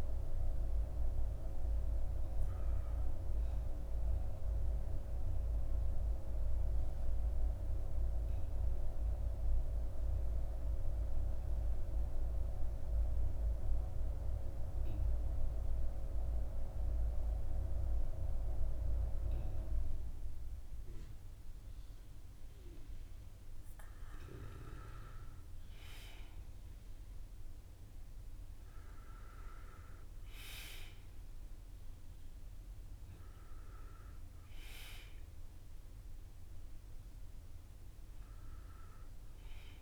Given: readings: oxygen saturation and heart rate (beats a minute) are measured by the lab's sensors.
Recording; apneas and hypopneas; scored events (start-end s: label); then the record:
breathing in sleep by a room microphone; 1
3.50-24.00 s: obstructive apnea (oxygen 94% before, 91% lowest, heart rate 57 before, 48 extreme, up 7 after)
25.50-30.00 s: arousal
From the record:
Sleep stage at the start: N2 (light sleep); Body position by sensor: on the back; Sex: male